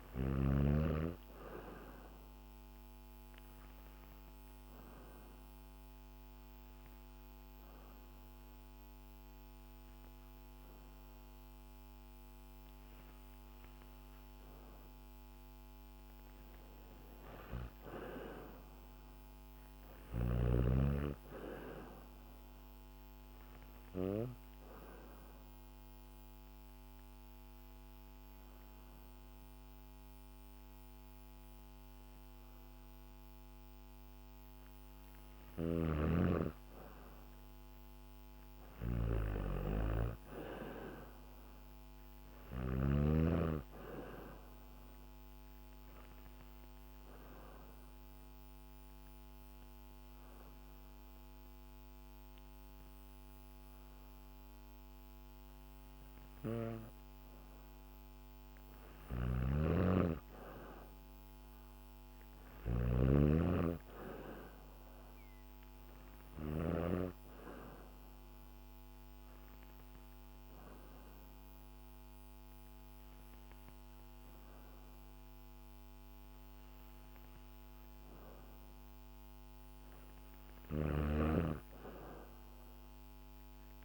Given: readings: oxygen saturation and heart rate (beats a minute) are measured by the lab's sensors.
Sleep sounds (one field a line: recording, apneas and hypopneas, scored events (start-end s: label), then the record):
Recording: breathing in sleep by a microphone on the trachea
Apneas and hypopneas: 4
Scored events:
3.00-13.00 s: obstructive apnea (oxygen 95% before, 92% lowest, heart rate 69 before, 65 extreme)
16.50-20.50 s: arousal
20.50-34.50 s: oxygen desaturation (device-marked, oxygen 96% before, 92% lowest, heart rate 70 before, 64 extreme)
24.00-35.00 s: obstructive apnea (oxygen 96% before, 92% lowest, heart rate 70 before, 64 extreme, up 4 after)
35.00-42.50 s: snoring (device-marked)
35.50-39.00 s: arousal
46.50-57.50 s: obstructive apnea (oxygen 96% before, 93% lowest, heart rate 67 before, 65 extreme, up 1 after)
58.50-66.50 s: snoring (device-marked)
60.50-64.50 s: arousal
68.50-79.50 s: obstructive apnea (oxygen 96% before, 92% lowest, heart rate 68 before, 65 extreme, up 2 after)
80.00-83.85 s: snoring (device-marked)
82.50-83.85 s: arousal
From the record:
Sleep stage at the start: N2 (light sleep)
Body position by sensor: on the back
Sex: female